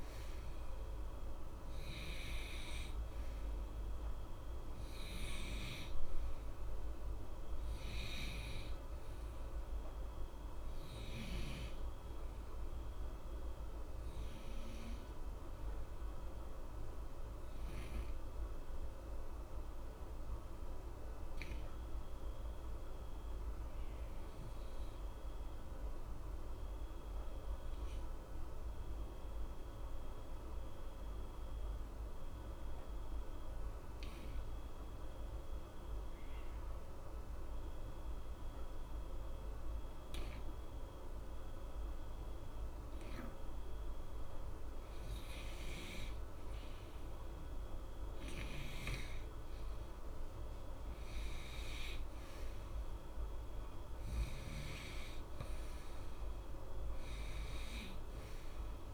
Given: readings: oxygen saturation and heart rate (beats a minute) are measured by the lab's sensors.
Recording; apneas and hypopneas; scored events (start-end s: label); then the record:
breathing in sleep, hard to hear, by a room microphone; 1
0.00-31.50 s: oxygen desaturation (device-marked, oxygen 86% lowest, heart rate 60 extreme)
14.00-44.50 s: obstructive apnea (oxygen 94% before, 86% lowest, heart rate 61 before, 60 extreme, up 1 after)
46.00-50.50 s: arousal
From the record:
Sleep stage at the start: N2 (light sleep); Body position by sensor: on the right side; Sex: male